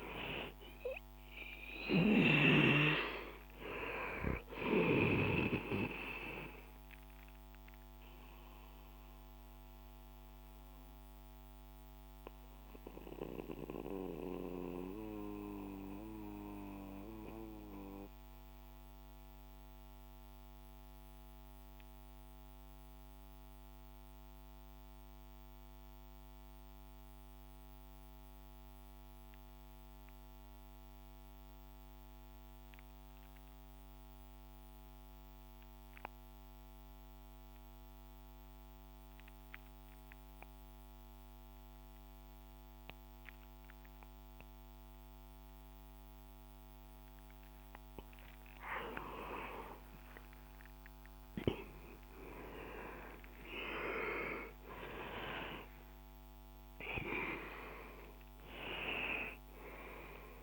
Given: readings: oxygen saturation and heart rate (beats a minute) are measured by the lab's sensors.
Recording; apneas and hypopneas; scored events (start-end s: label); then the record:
breathing in sleep by a microphone on the trachea; 1
0.00-29.50 s: oxygen desaturation (device-marked, oxygen 88% lowest, heart rate 56 extreme)
8.00-47.50 s: mixed apnea (oxygen 99% before, 88% lowest, heart rate 66 before, 56 extreme, up 16 after)
45.50-60.43 s: oxygen desaturation (device-marked, oxygen 98% before, 88% lowest, heart rate 65 before, 61 extreme)
48.50-53.00 s: arousal
From the record:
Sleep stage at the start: N2 (light sleep); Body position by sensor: on the back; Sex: male